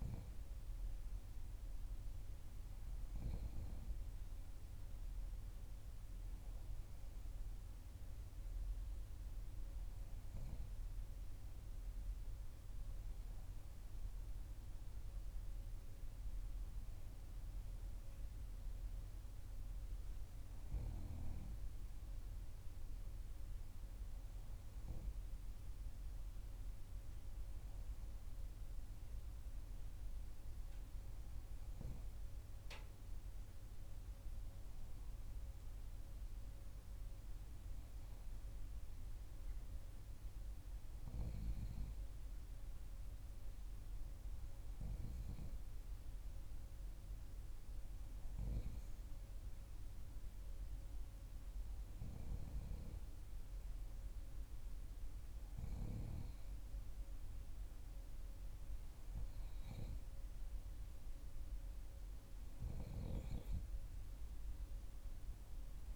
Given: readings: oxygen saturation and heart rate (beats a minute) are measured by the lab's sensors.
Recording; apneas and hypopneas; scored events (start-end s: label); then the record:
breathing in sleep by a room microphone; none
none scored
From the record:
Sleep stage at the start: N3 (deep sleep); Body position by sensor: on the back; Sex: female